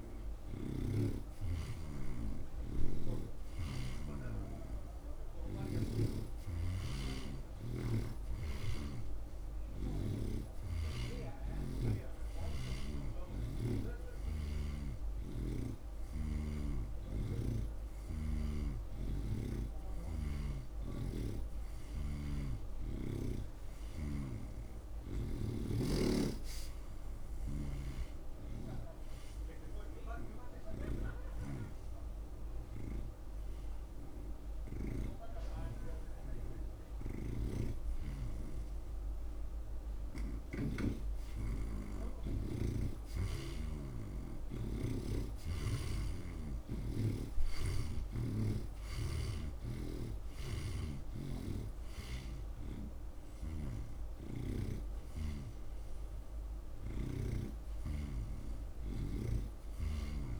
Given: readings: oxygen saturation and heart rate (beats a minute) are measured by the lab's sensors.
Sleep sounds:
breathing in sleep by a room microphone; none
0.00-1.00 s: snoring (device-marked)
25.50-35.50 s: snoring (device-marked)
37.50-41.00 s: snoring (device-marked)
50.50-60.39 s: snoring (device-marked)
56.50-60.39 s: oxygen desaturation (device-marked, oxygen 86% before, 80% lowest)
From the record:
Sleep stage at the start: N3 (deep sleep); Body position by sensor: on the right side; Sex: male

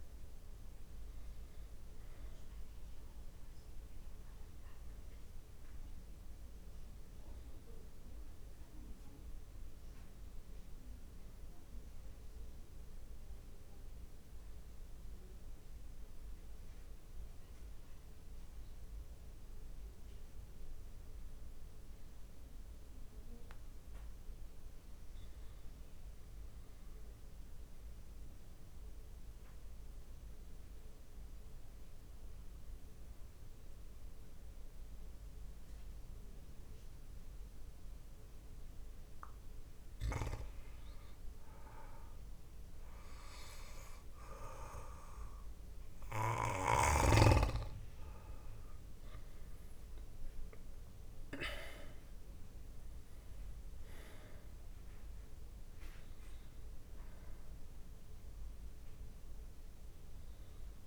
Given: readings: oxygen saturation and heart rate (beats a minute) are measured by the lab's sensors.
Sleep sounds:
breathing in sleep by a room microphone; 1
0.00-21.00 s: oxygen desaturation (device-marked, oxygen 90% lowest)
21.50-25.00 s: arousal
28.50-47.00 s: mixed apnea (oxygen 100% before, 93% lowest)
44.00-60.87 s: oxygen desaturation (device-marked, oxygen 99% before, 93% lowest)
49.50-53.50 s: arousal
From the record:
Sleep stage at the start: N2 (light sleep); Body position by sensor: on the back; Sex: male

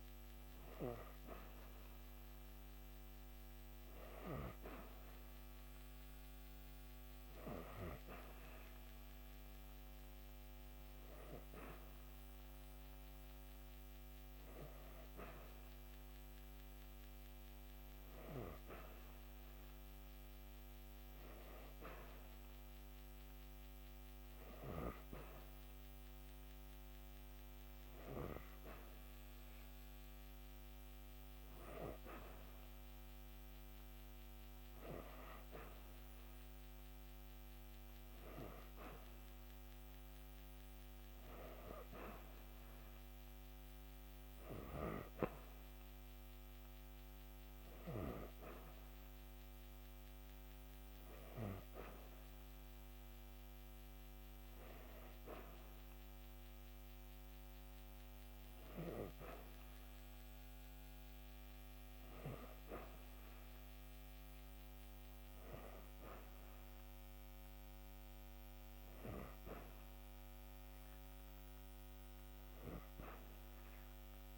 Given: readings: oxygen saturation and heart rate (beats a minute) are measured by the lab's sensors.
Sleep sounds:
breathing in sleep by a microphone on the trachea; none
21.50-74.38 s: new sleep stage, N3 (deep sleep)
From the record:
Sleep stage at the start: N2 (light sleep); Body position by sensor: on the back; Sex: female

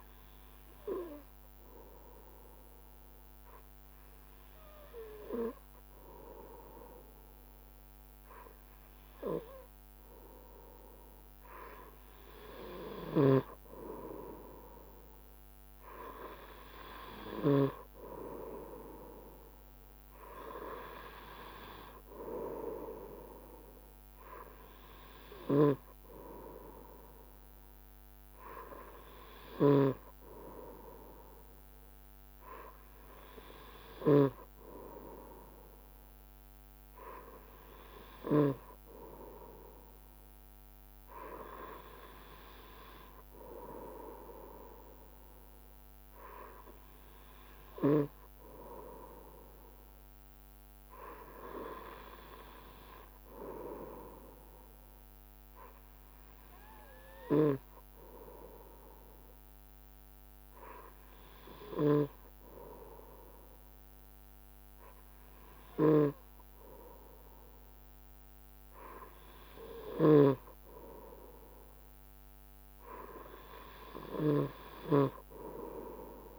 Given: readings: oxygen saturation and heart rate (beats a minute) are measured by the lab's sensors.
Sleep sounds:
breathing in sleep by a microphone on the trachea; 1
0.50-11.50 s: hypopnea (oxygen 95% before, 93% lowest, heart rate 71 before, 69 extreme, up 1 after)
13.00-18.00 s: snoring (device-marked)
15.00-18.50 s: arousal
29.50-34.50 s: snoring (device-marked)
From the record:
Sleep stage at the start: N2 (light sleep); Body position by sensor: on the right side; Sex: male

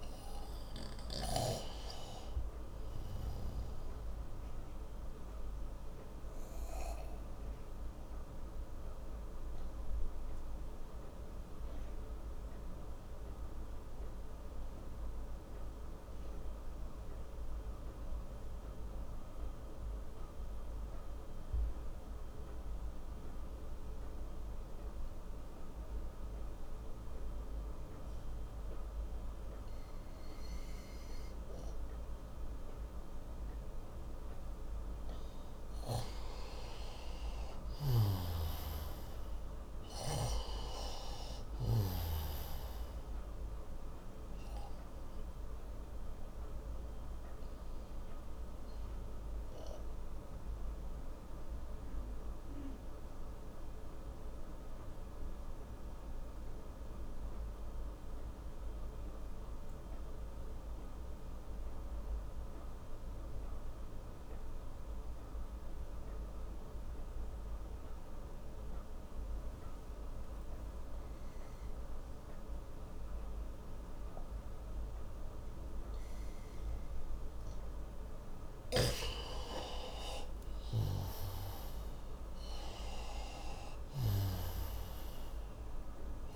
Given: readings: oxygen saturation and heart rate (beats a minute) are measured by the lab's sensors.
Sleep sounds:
breathing in sleep by a room microphone; 2
0.00-12.00 s: oxygen desaturation (device-marked, oxygen 91% lowest)
4.50-36.00 s: obstructive apnea (oxygen 97% before, 89% lowest)
35.00-65.00 s: oxygen desaturation (device-marked, oxygen 97% before, 89% lowest)
38.00-42.00 s: arousal
45.00-77.00 s: obstructive apnea (oxygen 97% before, 88% lowest)
79.50-83.50 s: arousal
84.00-86.36 s: oxygen desaturation (device-marked, oxygen 96% before, 88% lowest)
From the record:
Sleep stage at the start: N2 (light sleep); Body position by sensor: on the right side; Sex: male

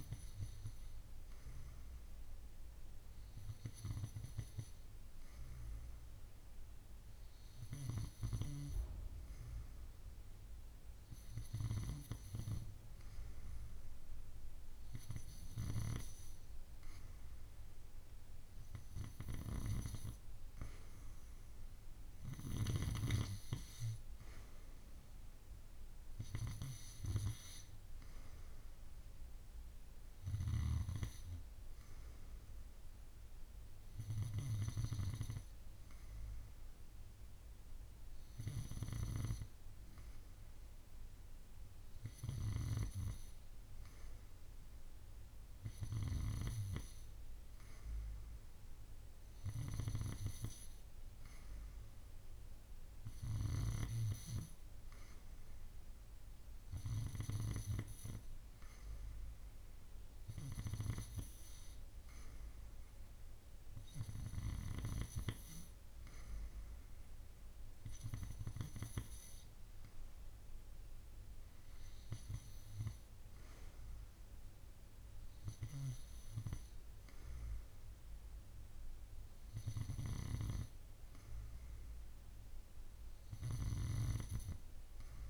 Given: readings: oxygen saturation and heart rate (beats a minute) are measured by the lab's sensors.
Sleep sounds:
breathing in sleep by a room microphone; none
none scored
From the record:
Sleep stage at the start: N2 (light sleep); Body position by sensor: on the right side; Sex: female

